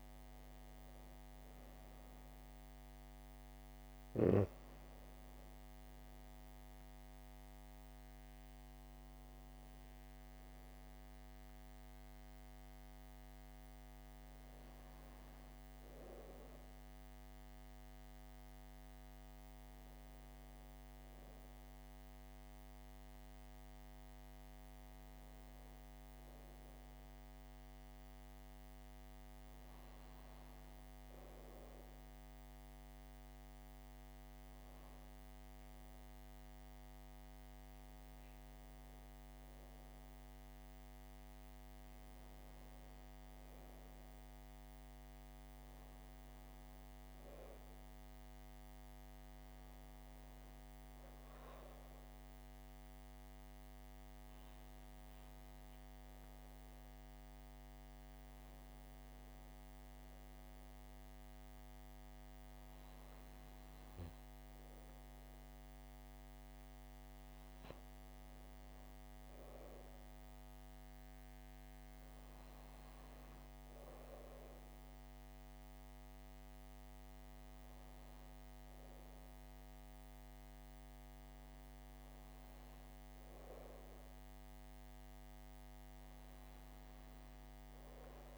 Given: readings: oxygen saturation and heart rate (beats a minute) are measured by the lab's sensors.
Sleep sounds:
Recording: breathing in sleep, hard to hear, by a microphone on the trachea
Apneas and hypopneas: none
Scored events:
none scored
From the record:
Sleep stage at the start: N2 (light sleep)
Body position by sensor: on the back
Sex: female

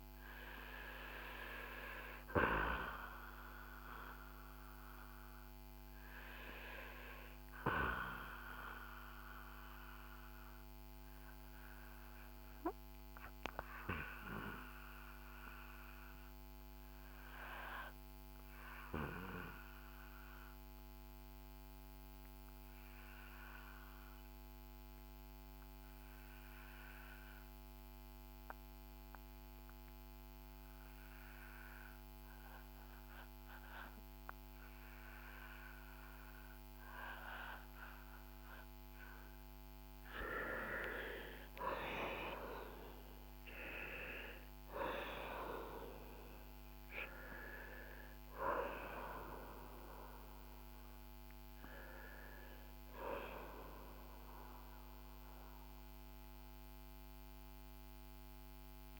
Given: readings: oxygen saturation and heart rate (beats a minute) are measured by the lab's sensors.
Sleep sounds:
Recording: breathing in sleep by a microphone on the trachea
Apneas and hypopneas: 1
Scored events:
0.00-3.00 s: oxygen desaturation (device-marked, oxygen 81% lowest, heart rate 58 extreme)
2.00-6.00 s: arousal
8.00-37.00 s: obstructive apnea (oxygen 87% before, 74% lowest, heart rate 65 before, 53 extreme, up 20 after)
38.00-44.00 s: arousal
39.00-58.99 s: oxygen desaturation (device-marked, oxygen 91% before, 74% lowest, heart rate 60 before, 52 extreme)
From the record:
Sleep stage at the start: REM sleep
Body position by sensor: on the back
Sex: male

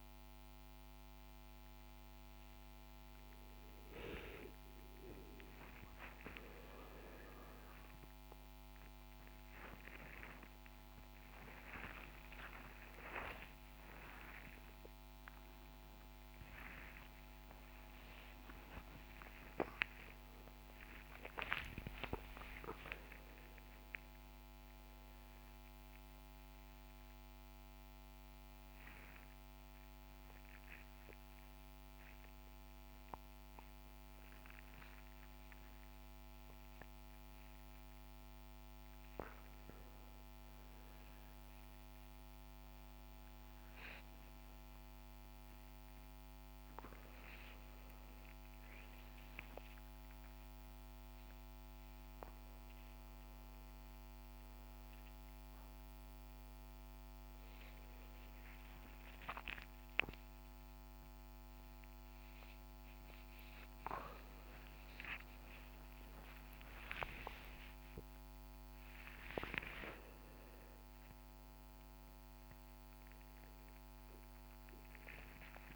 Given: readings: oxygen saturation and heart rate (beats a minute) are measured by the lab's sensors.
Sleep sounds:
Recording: a person awake in a sleep study, by a microphone on the trachea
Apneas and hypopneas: none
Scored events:
17.50-27.50 s: oxygen desaturation (device-marked, oxygen 98% before, 93% lowest, heart rate 93 before, 96 extreme)
From the record:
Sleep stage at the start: awake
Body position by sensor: on the right side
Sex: male

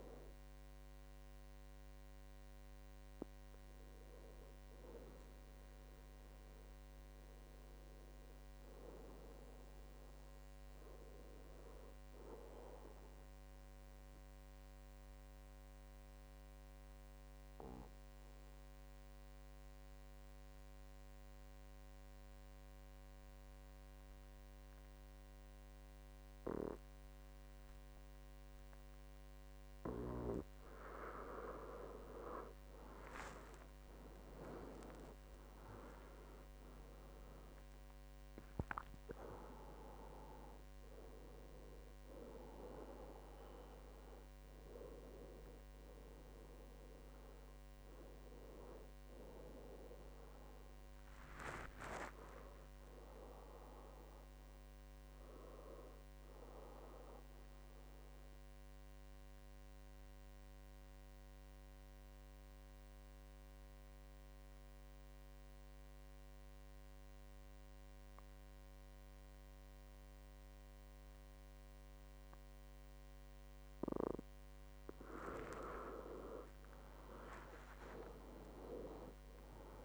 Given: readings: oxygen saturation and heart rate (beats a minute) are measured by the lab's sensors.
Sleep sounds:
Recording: breathing in sleep by a microphone on the trachea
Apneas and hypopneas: 2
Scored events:
0.00-7.50 s: oxygen desaturation (device-marked, oxygen 94% lowest, heart rate 65 extreme)
7.50-11.50 s: arousal
14.50-29.50 s: obstructive apnea (oxygen 98% before, 91% lowest, heart rate 74 before, 66 extreme, up 12 after)
27.50-55.50 s: oxygen desaturation (device-marked, oxygen 97% before, 91% lowest, heart rate 70 before, 64 extreme)
35.50-39.00 s: arousal
51.00-54.50 s: arousal
58.00-74.00 s: obstructive apnea (oxygen 98% before, 90% lowest, heart rate 79 before, 64 extreme, up 15 after)
76.00-79.50 s: arousal
From the record:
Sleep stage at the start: N2 (light sleep)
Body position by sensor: on the back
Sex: male

